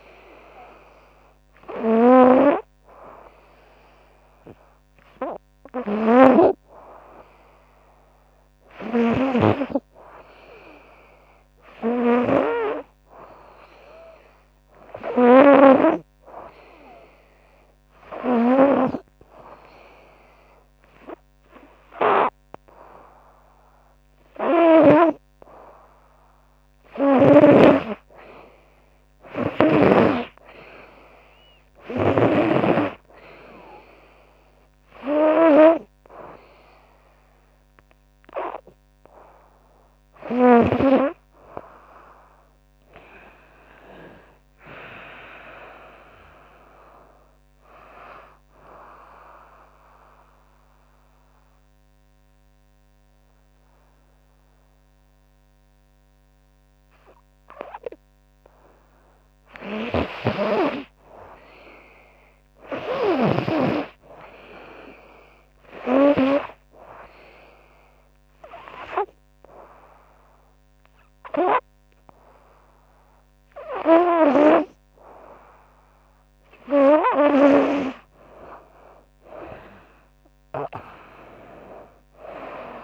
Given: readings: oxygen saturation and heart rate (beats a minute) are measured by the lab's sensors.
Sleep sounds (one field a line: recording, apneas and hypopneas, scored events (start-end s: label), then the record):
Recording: breathing in sleep by a microphone on the trachea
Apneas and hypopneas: 2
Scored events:
41.00-44.00 s: arousal
48.00-59.00 s: obstructive apnea (oxygen 97% before, 94% lowest, heart rate 85 before, 69 extreme, up 7 after)
61.00-63.50 s: arousal
66.50-77.00 s: hypopnea (oxygen 97% before, 95% lowest, heart rate 77 before, 69 extreme, up 11 after)
79.00-82.00 s: arousal
81.50-82.84 s: oxygen desaturation (device-marked, oxygen 98% before, 95% lowest, heart rate 79 before, 69 extreme)
From the record:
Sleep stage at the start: N2 (light sleep)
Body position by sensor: on the right side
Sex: female